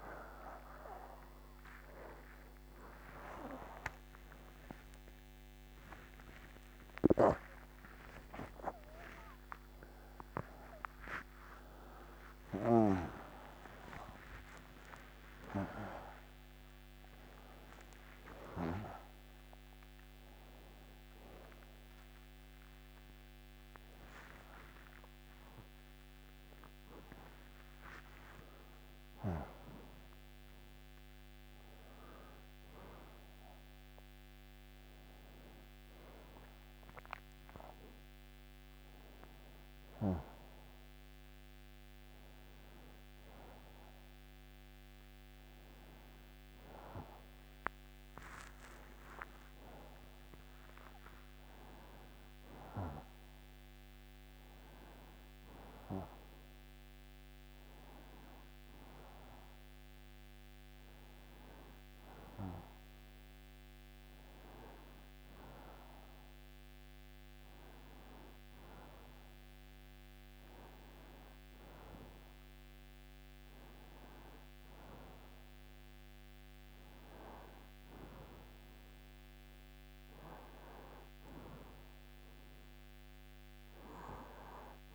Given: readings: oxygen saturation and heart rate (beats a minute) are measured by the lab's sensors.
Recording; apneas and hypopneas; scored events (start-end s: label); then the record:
a person partly awake in a sleep study, by a microphone on the trachea; none
18.50-37.50 s: oxygen desaturation (device-marked, oxygen 89% before, 75% lowest)
35.50-84.95 s: new sleep stage, N1 (lightest sleep)
From the record:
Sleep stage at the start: awake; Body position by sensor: on the left side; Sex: male